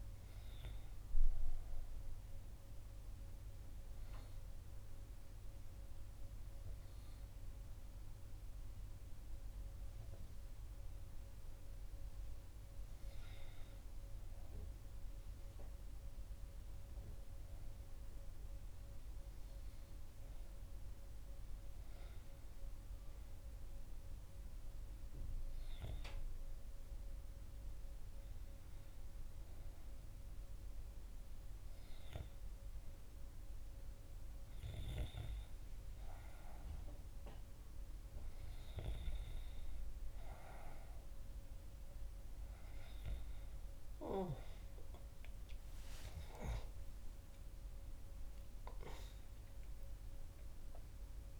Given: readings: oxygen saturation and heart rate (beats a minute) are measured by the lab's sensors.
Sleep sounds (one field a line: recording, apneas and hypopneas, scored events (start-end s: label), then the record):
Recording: breathing in sleep by a room microphone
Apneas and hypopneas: 1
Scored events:
0.00-14.50 s: oxygen desaturation (device-marked, oxygen 91% lowest, heart rate 61 extreme)
2.50-13.50 s: obstructive apnea (oxygen 98% before, 91% lowest, heart rate 61 before, 61 extreme, up 0 after)
16.50-20.00 s: arousal
46.00-49.50 s: arousal
From the record:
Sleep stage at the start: N2 (light sleep)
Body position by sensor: on the right side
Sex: female